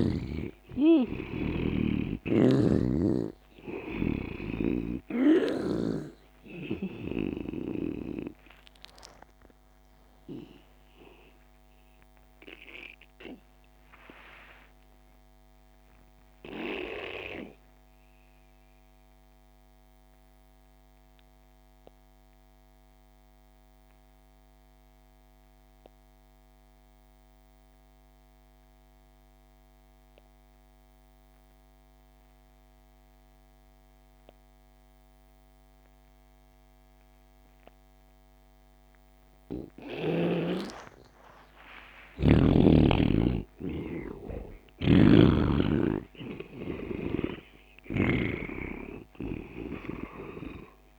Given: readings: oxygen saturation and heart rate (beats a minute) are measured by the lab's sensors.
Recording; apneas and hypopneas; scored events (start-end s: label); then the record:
breathing in sleep by a microphone on the trachea; 1
0.00-17.00 s: oxygen desaturation (device-marked, oxygen 81% lowest)
10.00-41.50 s: obstructive apnea (oxygen 98% before, 75% lowest)
32.00-50.99 s: oxygen desaturation (device-marked, oxygen 98% before, 75% lowest)
42.00-47.00 s: arousal
From the record:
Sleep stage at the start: N2 (light sleep); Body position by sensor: on the back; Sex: male